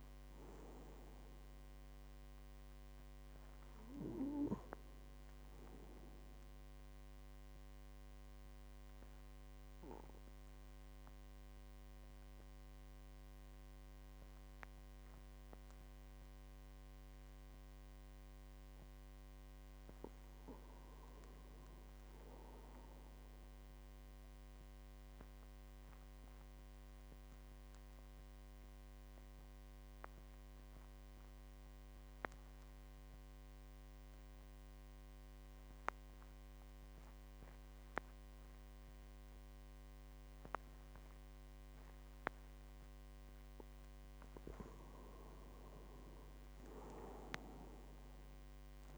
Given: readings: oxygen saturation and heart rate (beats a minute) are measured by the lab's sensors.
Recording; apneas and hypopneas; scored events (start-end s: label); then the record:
breathing in sleep by a microphone on the trachea; 2
1.00-17.00 s: oxygen desaturation (device-marked, oxygen 99% before, 93% lowest, heart rate 51 before, 46 extreme)
6.50-18.50 s: obstructive apnea (oxygen 99% before, 90% lowest, heart rate 53 before, 46 extreme, up 6 after)
20.00-22.50 s: arousal
25.00-42.00 s: obstructive apnea (oxygen 99% before, 90% lowest, heart rate 48 before, 46 extreme, up 10 after)
44.00-48.98 s: oxygen desaturation (device-marked, oxygen 97% before, 90% lowest, heart rate 50 before, 46 extreme)
45.00-48.98 s: arousal
From the record:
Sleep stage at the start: N2 (light sleep); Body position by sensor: on the back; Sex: male